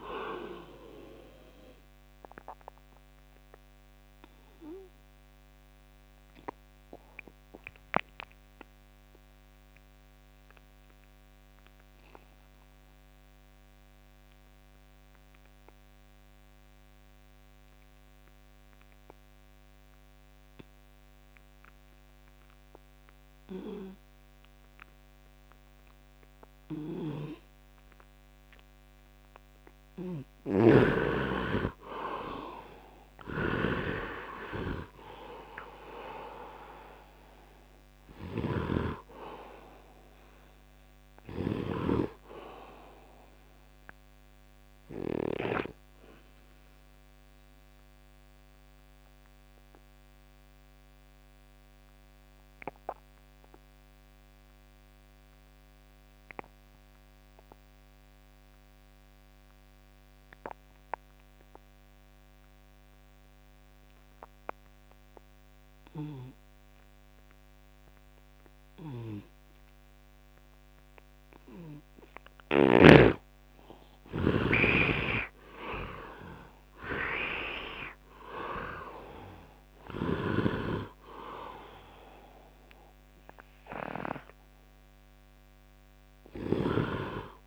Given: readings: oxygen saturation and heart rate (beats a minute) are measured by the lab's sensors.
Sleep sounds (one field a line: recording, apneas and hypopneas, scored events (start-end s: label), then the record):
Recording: breathing in sleep by a microphone on the trachea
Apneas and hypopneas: 2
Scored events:
0.00-18.50 s: oxygen desaturation (device-marked, oxygen 79% lowest, heart rate 69 extreme)
2.50-30.00 s: obstructive apnea (oxygen 100% before, 76% lowest, heart rate 79 before, 70 extreme, up 8 after)
25.50-62.50 s: oxygen desaturation (device-marked, oxygen 100% before, 76% lowest, heart rate 75 before, 72 extreme)
30.50-45.50 s: snoring (device-marked)
32.50-37.00 s: arousal
43.00-72.50 s: obstructive apnea (oxygen 100% before, 76% lowest, heart rate 81 before, 72 extreme, up 8 after)
64.50-87.47 s: oxygen desaturation (device-marked, oxygen 100% before, 76% lowest, heart rate 74 before, 71 extreme)
74.50-78.50 s: arousal
From the record:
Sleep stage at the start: N2 (light sleep)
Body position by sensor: on the right side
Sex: male